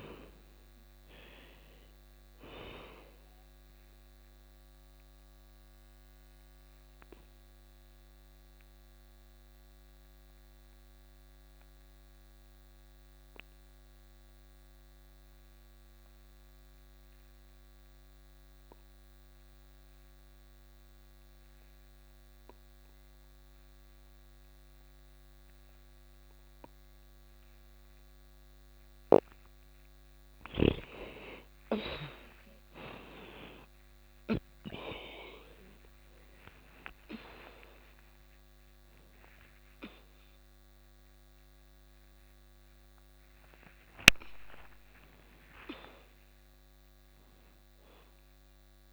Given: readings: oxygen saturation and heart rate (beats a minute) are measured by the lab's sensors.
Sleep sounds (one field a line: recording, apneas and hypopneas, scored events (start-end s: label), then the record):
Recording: breathing in sleep by a microphone on the trachea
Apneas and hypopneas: 1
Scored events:
0.00-16.50 s: oxygen desaturation (device-marked, oxygen 89% lowest, heart rate 88 extreme)
2.00-28.50 s: obstructive apnea (oxygen 99% before, 84% lowest, heart rate 147 before, 88 extreme, up 15 after)
25.50-48.93 s: oxygen desaturation (device-marked, oxygen 99% before, 84% lowest, heart rate 144 before, 29 extreme)
31.00-36.50 s: arousal
42.50-48.93 s: new sleep stage, REM sleep
From the record:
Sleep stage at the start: N2 (light sleep)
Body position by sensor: on the back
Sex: female